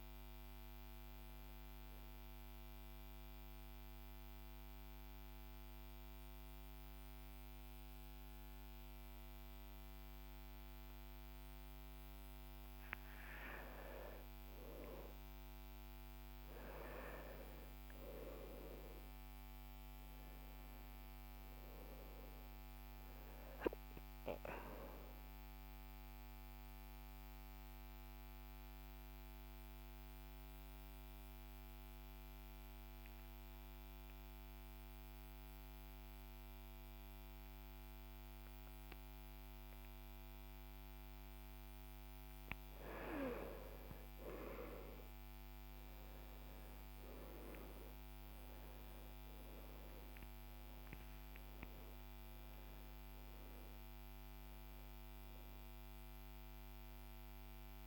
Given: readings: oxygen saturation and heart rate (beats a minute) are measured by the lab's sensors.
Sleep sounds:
breathing in sleep by a microphone on the trachea; 2
2.50-13.50 s: central apnea (oxygen 98% before, 94% lowest, heart rate 64 before, 48 extreme, up 14 after)
17.50-21.50 s: arousal
27.00-42.00 s: mixed apnea (oxygen 98% before, 91% lowest, heart rate 59 before, 48 extreme, up 21 after)
46.00-51.00 s: arousal
52.50-57.87 s: oxygen desaturation (device-marked, oxygen 97% before, 94% lowest, heart rate 56 before, 55 extreme)
From the record:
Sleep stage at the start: N2 (light sleep); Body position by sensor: on the back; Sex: male

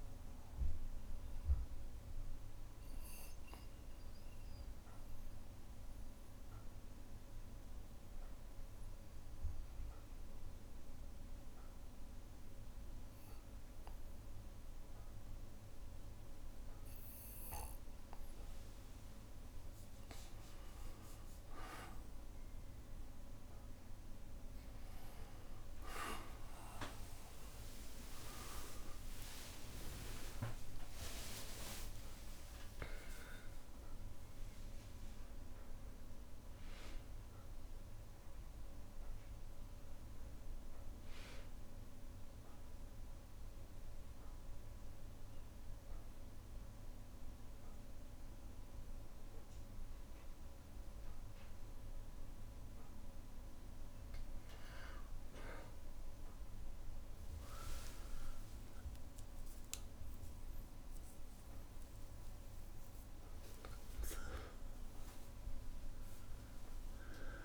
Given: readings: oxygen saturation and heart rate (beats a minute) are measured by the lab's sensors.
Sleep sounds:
breathing in sleep by a room microphone; 1
0.00-14.50 s: oxygen desaturation (device-marked, oxygen 93% lowest, heart rate 60 extreme)
3.50-19.00 s: obstructive apnea (oxygen 97% before, 93% lowest, heart rate 63 before, 60 extreme, up 4 after)
23.50-35.50 s: oxygen desaturation (device-marked, oxygen 98% before, 95% lowest, heart rate 62 before, 61 extreme)
28.50-33.50 s: arousal
31.50-33.50 s: long interval between heartbeats (device-marked, heart rate 63 before, 75 extreme)
57.50-67.44 s: tachycardia (device-marked, heart rate 65 before, 160 extreme)
58.00-60.00 s: long interval between heartbeats (device-marked, heart rate 64 before, 69 extreme)
58.50-63.50 s: arousal
61.00-63.00 s: long interval between heartbeats (device-marked, heart rate 66 before, 108 extreme)
64.50-66.50 s: long interval between heartbeats (device-marked, heart rate 76 before, 158 extreme)
From the record:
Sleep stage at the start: N2 (light sleep); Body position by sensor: on the back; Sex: male

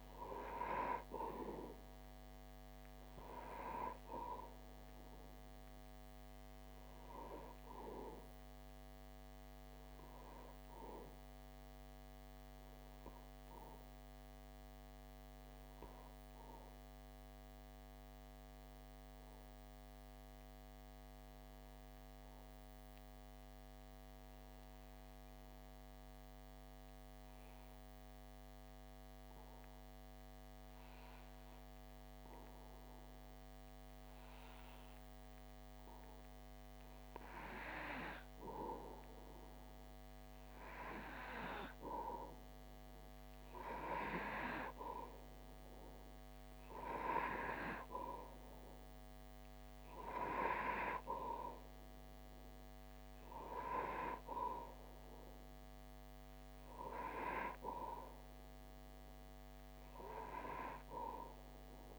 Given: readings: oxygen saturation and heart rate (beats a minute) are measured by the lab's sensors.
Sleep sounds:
breathing in sleep by a microphone on the trachea; 1
0.00-13.00 s: oxygen desaturation (device-marked, oxygen 93% lowest)
10.50-35.00 s: obstructive apnea (oxygen 97% before, 91% lowest)
36.50-41.00 s: arousal
39.00-61.99 s: oxygen desaturation (device-marked, oxygen 96% before, 91% lowest)
From the record:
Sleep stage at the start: N2 (light sleep); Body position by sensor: on the back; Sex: male

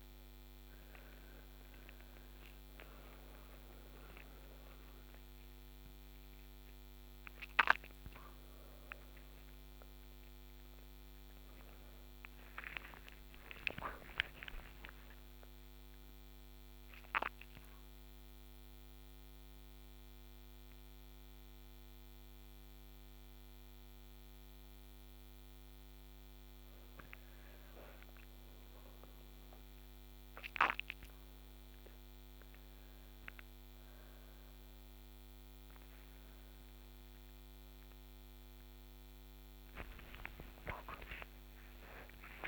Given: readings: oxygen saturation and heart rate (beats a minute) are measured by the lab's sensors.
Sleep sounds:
a person partly awake in a sleep study, by a microphone on the trachea; 1
11.50-41.50 s: new sleep stage, N1 (lightest sleep)
14.50-26.00 s: hypopnea (oxygen 99% before, 92% lowest, heart rate 55 before, 63 extreme, up 54 after)
28.00-32.50 s: arousal
36.50-42.48 s: oxygen desaturation (device-marked, oxygen 99% before, 95% lowest, heart rate 91 before, 57 extreme)
41.50-42.48 s: new sleep stage, N2 (light sleep)
From the record:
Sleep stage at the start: awake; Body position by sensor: on the back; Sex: female

